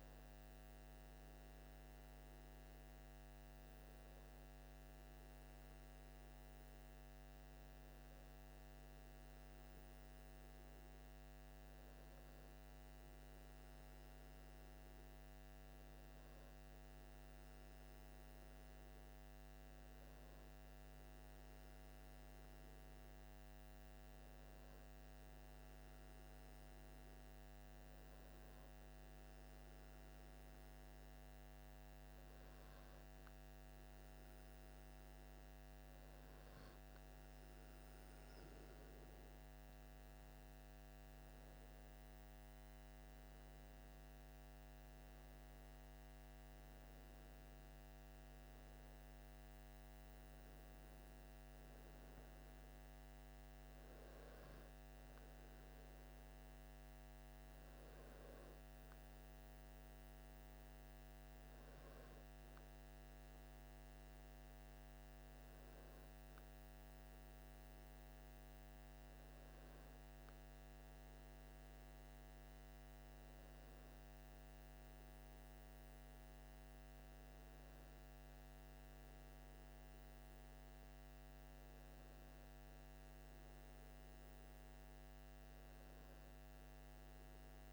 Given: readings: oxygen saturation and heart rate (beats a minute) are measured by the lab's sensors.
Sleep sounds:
breathing in sleep, hard to hear, by a microphone on the trachea; none
none scored
From the record:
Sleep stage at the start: N2 (light sleep); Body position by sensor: on the left side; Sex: male

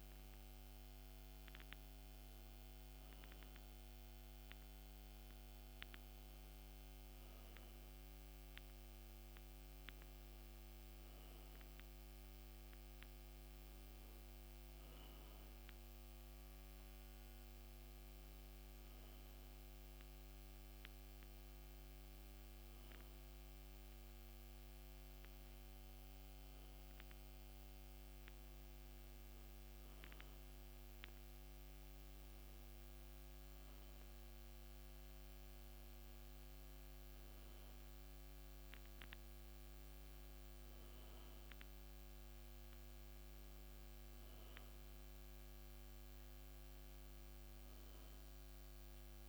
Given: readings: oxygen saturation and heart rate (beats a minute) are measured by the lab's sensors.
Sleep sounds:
breathing in sleep, hard to hear, by a microphone on the trachea; none
none scored
From the record:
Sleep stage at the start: N1 (lightest sleep); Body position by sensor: on the back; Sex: male

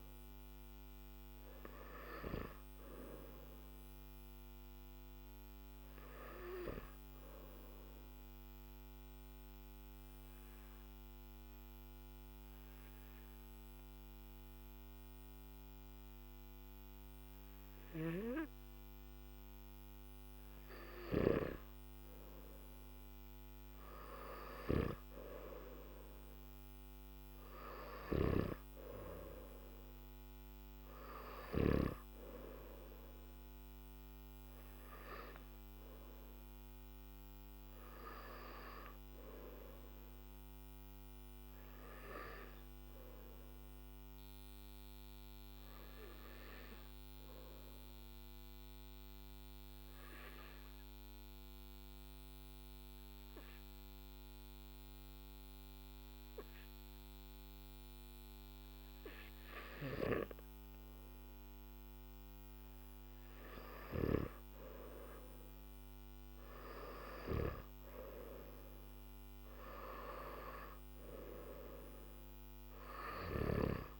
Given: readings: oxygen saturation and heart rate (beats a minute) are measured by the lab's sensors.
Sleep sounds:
breathing in sleep by a microphone on the trachea; 2
0.00-15.00 s: oxygen desaturation (device-marked, oxygen 94% lowest, heart rate 50 extreme)
7.00-20.50 s: obstructive apnea (oxygen 98% before, 92% lowest, heart rate 53 before, 50 extreme, up 4 after)
28.00-41.00 s: oxygen desaturation (device-marked, oxygen 98% before, 94% lowest, heart rate 52 before, 51 extreme)
42.00-61.50 s: obstructive apnea (oxygen 98% before, 91% lowest, heart rate 55 before, 51 extreme, up 7 after)
68.00-74.00 s: oxygen desaturation (device-marked, oxygen 97% before, 92% lowest, heart rate 55 before, 52 extreme)
From the record:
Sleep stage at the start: N2 (light sleep); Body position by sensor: on the back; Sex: male

